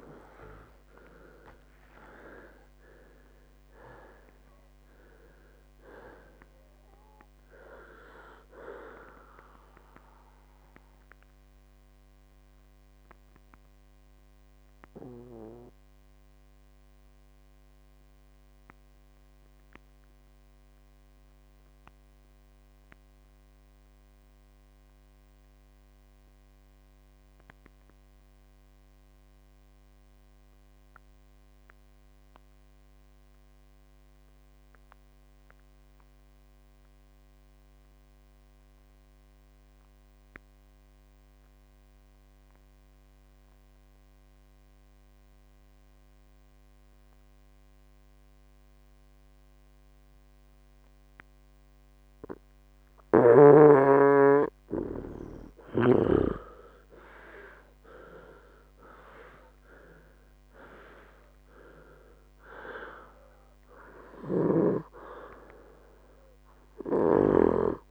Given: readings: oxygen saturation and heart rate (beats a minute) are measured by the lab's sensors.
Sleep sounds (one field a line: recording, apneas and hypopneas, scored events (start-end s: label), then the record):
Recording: breathing in sleep by a microphone on the trachea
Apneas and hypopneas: 1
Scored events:
0.00-4.00 s: arousal
0.00-27.50 s: oxygen desaturation (device-marked, oxygen 88% lowest, heart rate 58 extreme)
11.00-52.00 s: mixed apnea (oxygen 98% before, 88% lowest, heart rate 73 before, 58 extreme, up 17 after)
43.50-67.91 s: oxygen desaturation (device-marked, oxygen 98% before, 88% lowest, heart rate 61 before, 57 extreme)
55.00-59.50 s: arousal
From the record:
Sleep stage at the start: N2 (light sleep)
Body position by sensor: on the right side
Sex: male